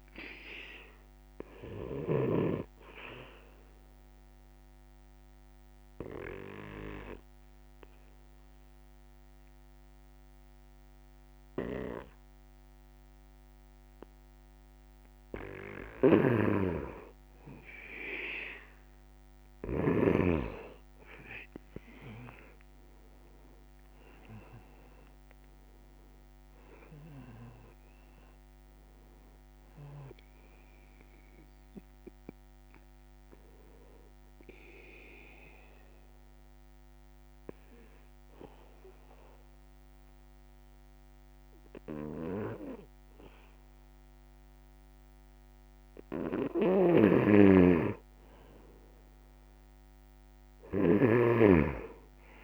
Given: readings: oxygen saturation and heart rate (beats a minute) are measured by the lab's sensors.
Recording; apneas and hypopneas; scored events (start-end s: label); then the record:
breathing in sleep by a microphone on the trachea; 2
0.00-2.00 s: snoring (device-marked)
2.50-15.00 s: obstructive apnea (oxygen 98% before, 90% lowest, heart rate 70 before, 66 extreme, up 3 after)
10.50-20.50 s: oxygen desaturation (device-marked, oxygen 97% before, 92% lowest, heart rate 72 before, 66 extreme)
20.50-25.50 s: arousal
27.50-51.50 s: oxygen desaturation (device-marked, oxygen 97% before, 90% lowest, heart rate 70 before, 67 extreme)
34.00-46.00 s: obstructive apnea (oxygen 97% before, 90% lowest, heart rate 72 before, 67 extreme, up 2 after)
46.50-52.44 s: snoring (device-marked)
50.00-52.44 s: arousal
From the record:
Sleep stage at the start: N2 (light sleep); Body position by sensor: on the back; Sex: male